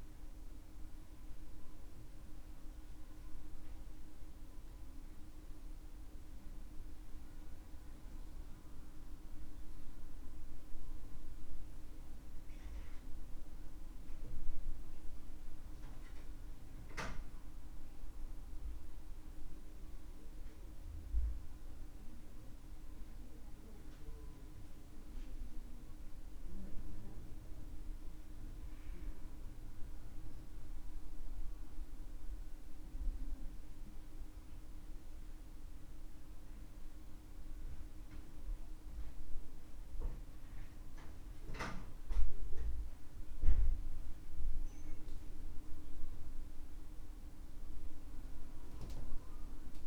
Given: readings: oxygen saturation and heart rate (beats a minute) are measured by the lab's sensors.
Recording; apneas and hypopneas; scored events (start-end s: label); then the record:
breathing in sleep, hard to hear, by a room microphone; none
none scored
From the record:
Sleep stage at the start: N2 (light sleep); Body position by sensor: on the back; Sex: male